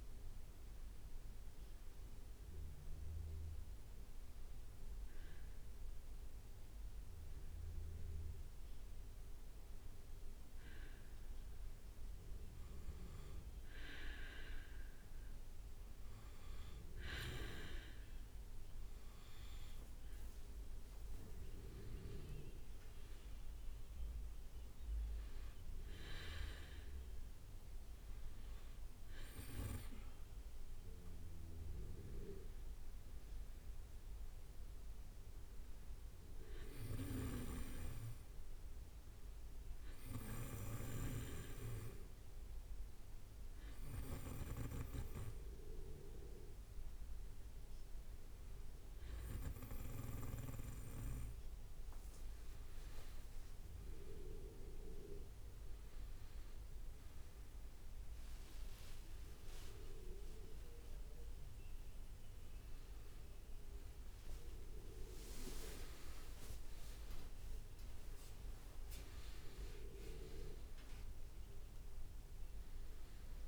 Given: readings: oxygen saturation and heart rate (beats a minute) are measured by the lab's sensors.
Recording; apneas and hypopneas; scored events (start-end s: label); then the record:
breathing in sleep by a room microphone; 2
1.50-13.50 s: hypopnea (oxygen 98% before, 95% lowest, heart rate 72 before, 65 extreme, up 5 after)
15.50-28.50 s: oxygen desaturation (device-marked, oxygen 98% before, 95% lowest, heart rate 71 before, 65 extreme)
16.50-21.50 s: arousal
20.50-23.00 s: leg movement (device-marked)
23.00-28.00 s: leg movement (device-marked)
37.50-51.00 s: hypopnea (oxygen 98% before, 95% lowest, heart rate 69 before, 65 extreme, up 5 after)
46.50-73.48 s: new sleep stage, N1 (lightest sleep)
51.50-55.50 s: leg movement (device-marked)
58.50-64.00 s: arousal
64.50-70.50 s: leg movement (device-marked)
From the record:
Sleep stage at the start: N2 (light sleep); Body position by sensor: on the back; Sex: male